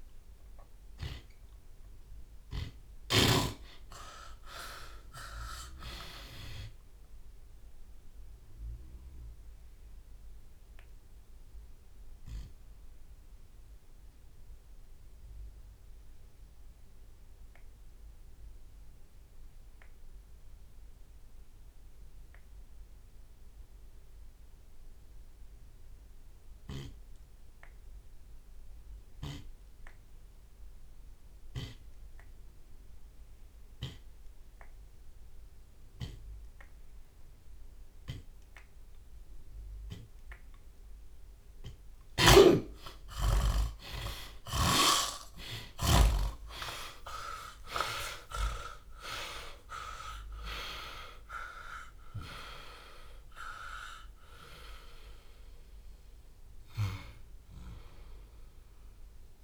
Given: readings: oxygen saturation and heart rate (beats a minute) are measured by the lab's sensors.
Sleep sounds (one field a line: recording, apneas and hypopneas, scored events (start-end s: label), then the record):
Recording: breathing in sleep by a room microphone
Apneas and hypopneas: 1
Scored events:
0.00-3.00 s: arousal
0.00-3.00 s: tachycardia (device-marked, heart rate 121 extreme)
0.00-3.50 s: snoring (device-marked)
4.00-6.00 s: long interval between heartbeats (device-marked, heart rate 81 before, 110 extreme)
5.00-17.00 s: drop in pulse transit time (device-marked, heart rate 83 before, 33 extreme)
12.00-14.00 s: long interval between heartbeats (device-marked, heart rate 83 before, 33 extreme)
13.50-39.00 s: obstructive apnea (oxygen 97% before, 74% lowest)
24.00-45.00 s: oxygen desaturation (device-marked, oxygen 96% before, 79% lowest)
26.50-28.50 s: long interval between heartbeats (device-marked, heart rate 37 before, 38 extreme)
28.50-30.50 s: long interval between heartbeats (device-marked, heart rate 36 before, 96 extreme)
29.00-30.00 s: drop in pulse transit time (device-marked, heart rate 38 before, 107 extreme)
30.00-41.00 s: tachycardia (device-marked, heart rate 57 before, 138 extreme)
33.50-35.50 s: long interval between heartbeats (device-marked, heart rate 49 before, 116 extreme)
34.00-43.00 s: drop in pulse transit time (device-marked, heart rate 53 before, 102 extreme)
36.00-38.00 s: long interval between heartbeats (device-marked, heart rate 62 before, 136 extreme)
38.00-40.00 s: long interval between heartbeats (device-marked, heart rate 72 before, 135 extreme)
40.00-42.00 s: long interval between heartbeats (device-marked, heart rate 83 before, 117 extreme)
43.00-45.00 s: long interval between heartbeats (device-marked, heart rate 98 before, 85 extreme)
44.50-50.00 s: arousal
45.50-47.50 s: long interval between heartbeats (device-marked, heart rate 105 before, 79 extreme)
51.00-53.00 s: drop in pulse transit time (device-marked, heart rate 101 before, 37 extreme)
56.00-59.44 s: drop in pulse transit time (device-marked, heart rate 81 before, 50 extreme)
56.50-58.50 s: long interval between heartbeats (device-marked, heart rate 81 before, 53 extreme)
From the record:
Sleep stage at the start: N2 (light sleep)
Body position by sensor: on the left side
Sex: male